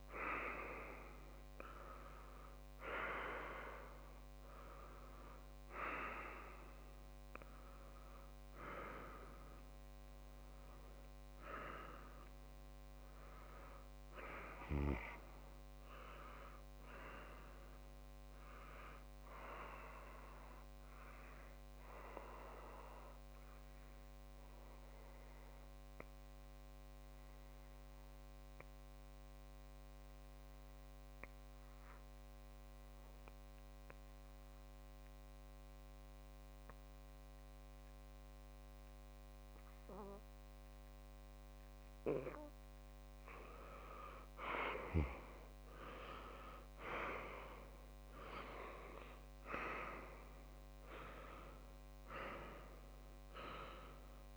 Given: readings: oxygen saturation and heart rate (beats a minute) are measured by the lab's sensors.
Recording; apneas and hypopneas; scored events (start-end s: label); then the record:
breathing in sleep by a microphone on the trachea; 1
0.00-2.00 s: arousal
21.00-43.00 s: obstructive apnea (oxygen 98% before, 95% lowest)
23.00-54.36 s: new sleep stage, N2 (light sleep)
33.00-49.00 s: tachycardia (device-marked)
37.50-39.50 s: long interval between heartbeats (device-marked)
41.00-43.00 s: long interval between heartbeats (device-marked, heart rate 39 before, 101 extreme)
45.00-48.50 s: arousal
From the record:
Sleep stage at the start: N1 (lightest sleep); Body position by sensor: on the back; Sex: male